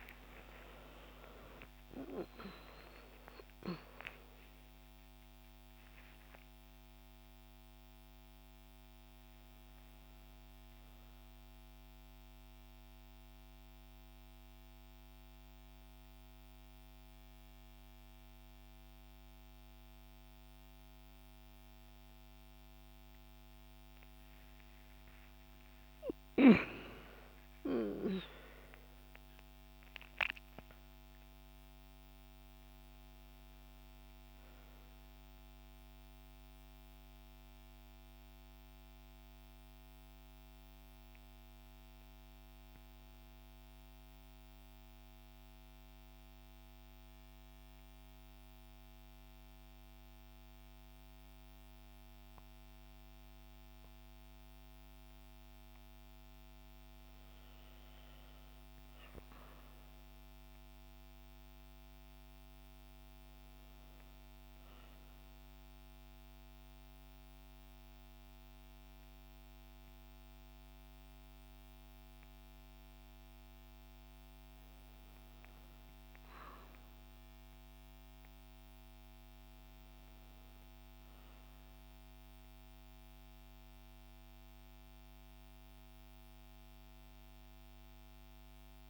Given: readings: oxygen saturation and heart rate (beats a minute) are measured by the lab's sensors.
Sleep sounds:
breathing in sleep by a microphone on the trachea; 2
0.00-4.00 s: arousal
12.50-26.50 s: obstructive apnea (oxygen 95% before, 93% lowest, heart rate 88 before, 53 extreme, up 14 after)
27.00-31.00 s: arousal
44.00-56.50 s: obstructive apnea (oxygen 98% before, 93% lowest, heart rate 62 before, 53 extreme, up 4 after)
58.50-62.50 s: arousal
66.50-85.50 s: oxygen desaturation (device-marked, oxygen 97% before, 93% lowest, heart rate 54 before, 52 extreme)
From the record:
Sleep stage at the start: N2 (light sleep); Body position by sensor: on the back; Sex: female

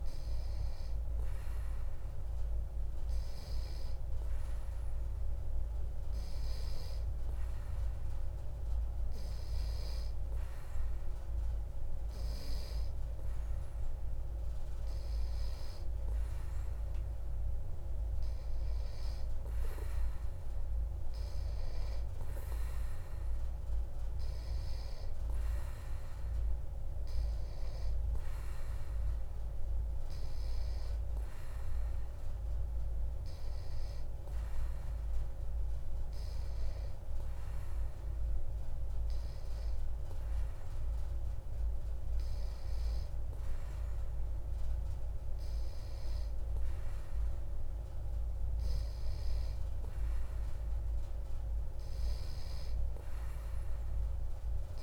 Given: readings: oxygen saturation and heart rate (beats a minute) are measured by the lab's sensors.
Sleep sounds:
breathing in sleep, hard to hear, by a room microphone; none
none scored
From the record:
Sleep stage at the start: N3 (deep sleep); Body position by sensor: on the back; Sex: male

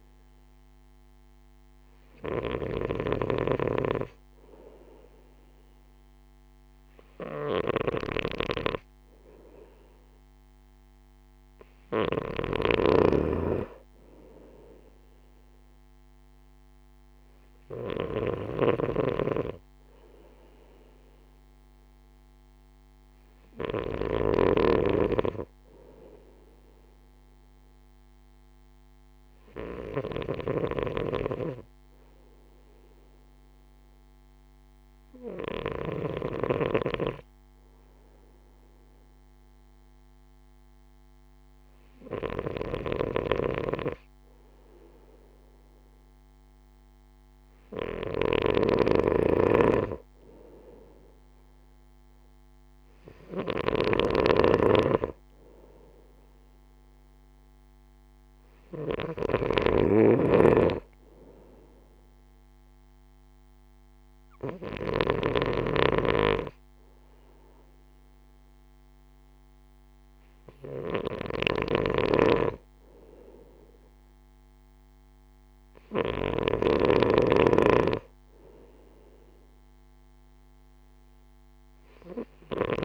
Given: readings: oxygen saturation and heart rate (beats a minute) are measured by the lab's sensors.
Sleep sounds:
breathing in sleep by a microphone on the trachea; none
0.00-36.00 s: snoring (device-marked)
42.00-76.50 s: snoring (device-marked)
From the record:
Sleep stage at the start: N2 (light sleep); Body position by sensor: on the right side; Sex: male

